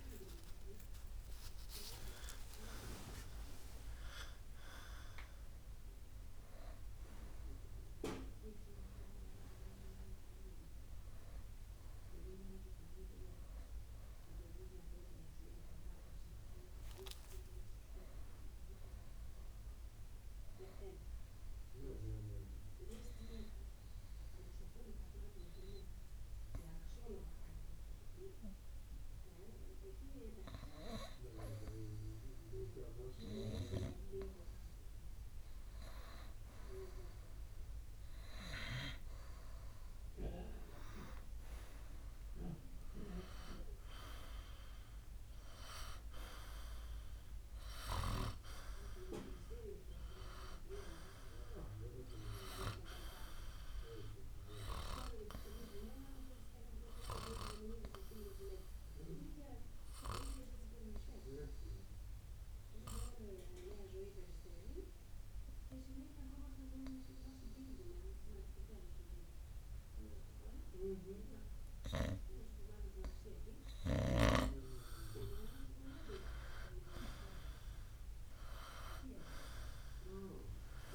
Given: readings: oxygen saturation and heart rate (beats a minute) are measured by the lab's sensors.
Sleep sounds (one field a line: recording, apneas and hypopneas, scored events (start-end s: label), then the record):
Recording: breathing in sleep by a room microphone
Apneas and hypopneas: 2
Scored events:
0.00-1.50 s: arousal
21.00-35.00 s: hypopnea (oxygen 97% before, 92% lowest, heart rate 72 before, 58 extreme, up 3 after)
40.00-44.00 s: arousal
48.00-74.00 s: oxygen desaturation (device-marked, oxygen 96% before, 92% lowest, heart rate 60 before, 56 extreme)
59.00-74.00 s: obstructive apnea (oxygen 96% before, 92% lowest, heart rate 63 before, 56 extreme, up 10 after)
77.50-80.95 s: arousal
From the record:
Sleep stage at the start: N2 (light sleep)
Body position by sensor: on the right side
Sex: male